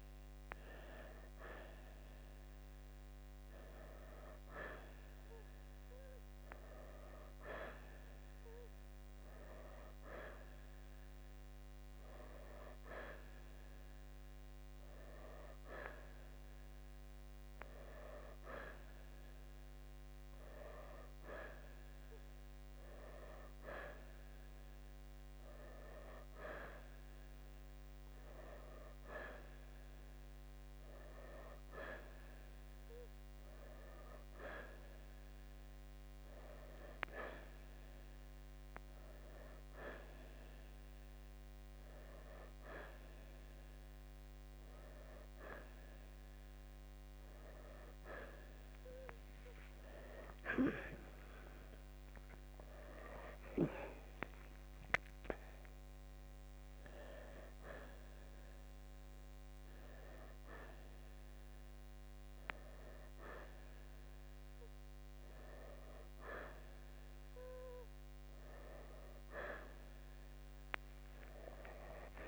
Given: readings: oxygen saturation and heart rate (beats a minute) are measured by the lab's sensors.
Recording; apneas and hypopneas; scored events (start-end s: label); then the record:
breathing in sleep by a microphone on the trachea; none
none scored
From the record:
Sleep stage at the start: N1 (lightest sleep); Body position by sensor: on the right side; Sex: male